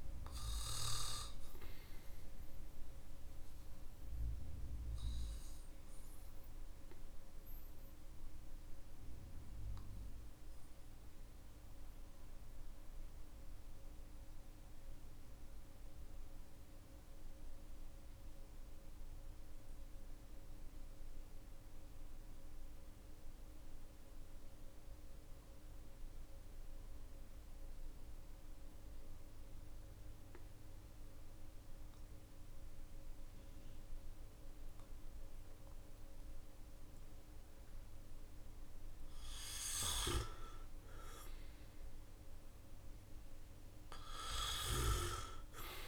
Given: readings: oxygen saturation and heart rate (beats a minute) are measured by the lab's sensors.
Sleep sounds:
breathing in sleep by a room microphone; 1
0.00-21.00 s: oxygen desaturation (device-marked, oxygen 91% lowest, heart rate 45 extreme)
3.50-35.50 s: obstructive apnea (oxygen 100% before, 91% lowest, heart rate 49 before, 43 extreme, up 17 after)
37.00-42.00 s: arousal
From the record:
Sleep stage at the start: N2 (light sleep); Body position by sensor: on the back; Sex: male

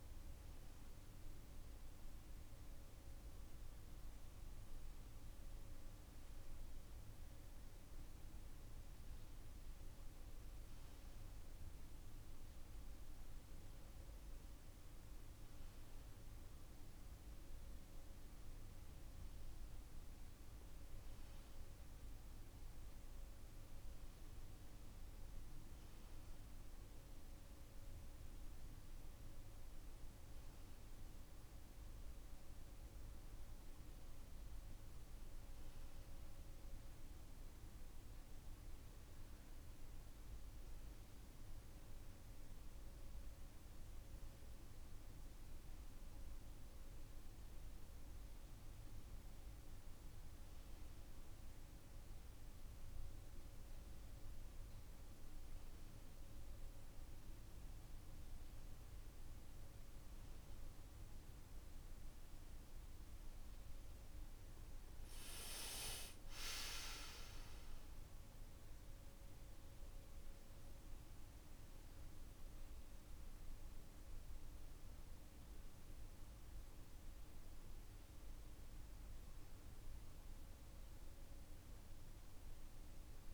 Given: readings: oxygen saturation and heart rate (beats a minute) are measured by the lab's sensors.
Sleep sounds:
breathing in sleep, hard to hear, by a room microphone; none
6.00-9.00 s: arousal
From the record:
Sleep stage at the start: N2 (light sleep); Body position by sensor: on the right side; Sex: male

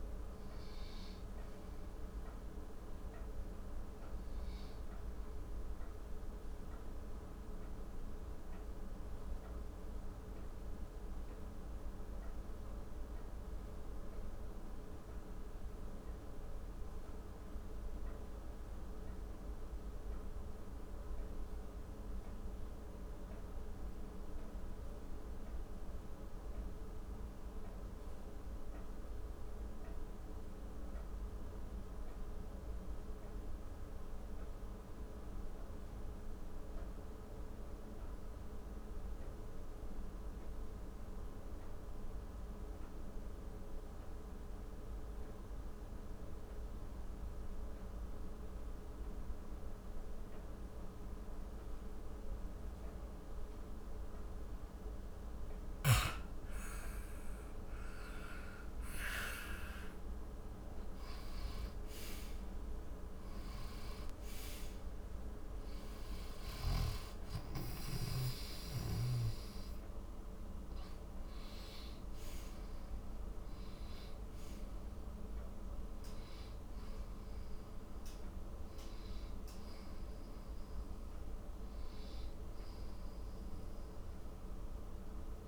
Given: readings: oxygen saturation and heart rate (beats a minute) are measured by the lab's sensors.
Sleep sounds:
breathing in sleep, hard to hear, by a room microphone; 1
0.00-17.00 s: oxygen desaturation (device-marked, oxygen 86% lowest, heart rate 47 extreme)
5.50-55.50 s: mixed apnea (oxygen 96% before, 86% lowest, heart rate 66 before, 47 extreme, up 21 after)
52.00-68.00 s: oxygen desaturation (device-marked, oxygen 98% before, 93% lowest, heart rate 56 before, 56 extreme)
57.00-62.00 s: arousal
70.00-85.48 s: oxygen desaturation (device-marked, oxygen 96% before, 89% lowest, heart rate 67 before, 48 extreme)
From the record:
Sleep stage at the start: N2 (light sleep); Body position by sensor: on the back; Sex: male

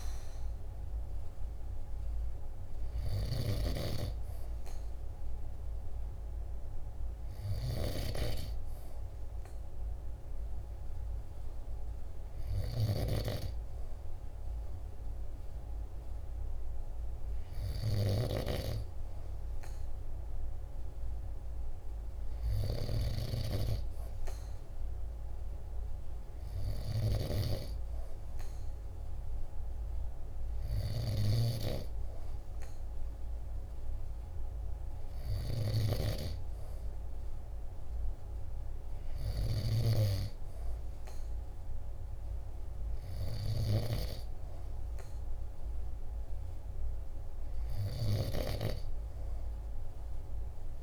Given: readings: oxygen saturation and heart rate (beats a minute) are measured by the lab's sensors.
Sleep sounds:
breathing in sleep by a room microphone; none
17.00-39.00 s: snoring (device-marked)
From the record:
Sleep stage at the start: N2 (light sleep); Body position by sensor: on the back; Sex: male

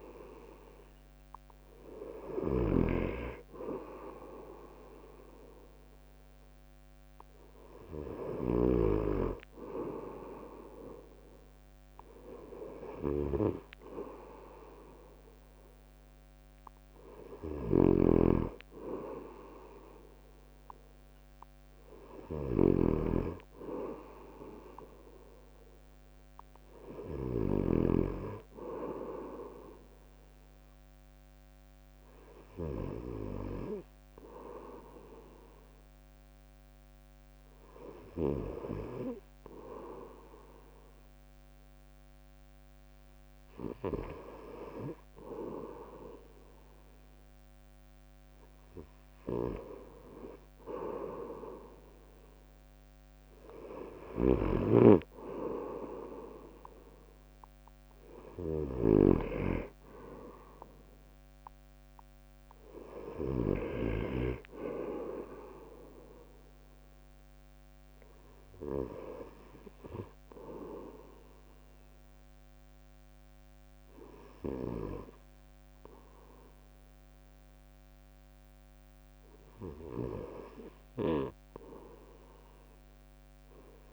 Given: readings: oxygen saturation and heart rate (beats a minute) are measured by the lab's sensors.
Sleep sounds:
breathing in sleep by a microphone on the trachea; none
none scored
From the record:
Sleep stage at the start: N2 (light sleep); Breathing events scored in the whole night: 285 in 4.2 hours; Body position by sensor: on the right side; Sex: male

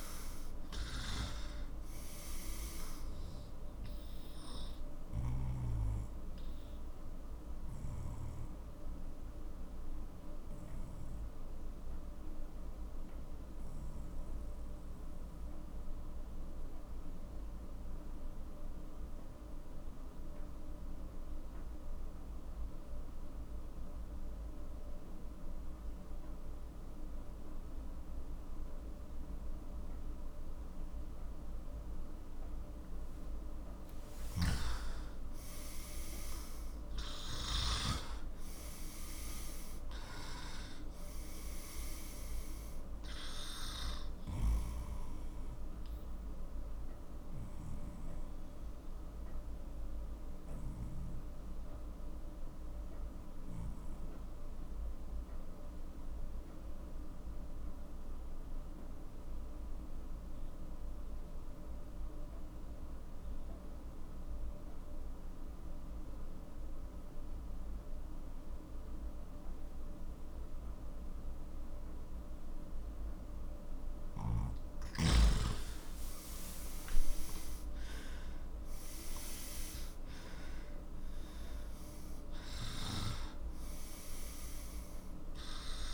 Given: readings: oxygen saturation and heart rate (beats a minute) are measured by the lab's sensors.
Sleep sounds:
breathing in sleep by a room microphone; 2
5.50-33.50 s: obstructive apnea (oxygen 98% before, 91% lowest, heart rate 54 before, 40 extreme, up 13 after)
8.00-19.00 s: oxygen desaturation (device-marked, oxygen 95% before, 91% lowest, heart rate 55 before, 42 extreme)
34.50-38.00 s: snoring (device-marked)
35.00-61.00 s: oxygen desaturation (device-marked, oxygen 98% before, 91% lowest, heart rate 46 before, 40 extreme)
35.50-40.00 s: arousal
46.00-74.50 s: obstructive apnea (oxygen 98% before, 91% lowest, heart rate 53 before, 40 extreme, up 19 after)
74.00-85.94 s: oxygen desaturation (device-marked, oxygen 98% before, 91% lowest, heart rate 44 before, 40 extreme)
76.50-80.00 s: arousal
From the record:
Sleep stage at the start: N2 (light sleep); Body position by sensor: on the left side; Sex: male

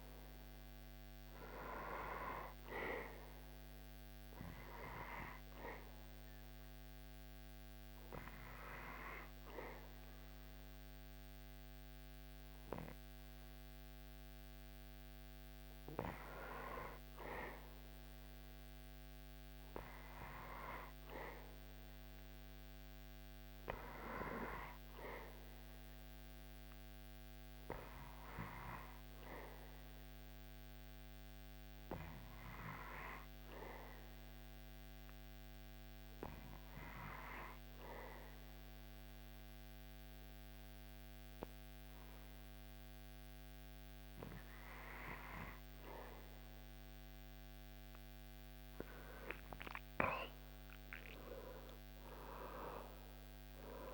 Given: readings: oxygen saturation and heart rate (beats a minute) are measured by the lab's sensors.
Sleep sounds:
breathing in sleep by a microphone on the trachea; 2
4.50-16.00 s: hypopnea (oxygen 99% before, 95% lowest, heart rate 73 before, 66 extreme, up 15 after)
18.50-22.50 s: arousal
25.50-43.00 s: hypopnea (oxygen 98% before, 95% lowest, heart rate 71 before, 66 extreme, up 3 after)
49.00-53.94 s: arousal
From the record:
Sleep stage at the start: N2 (light sleep); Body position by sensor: on the back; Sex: male

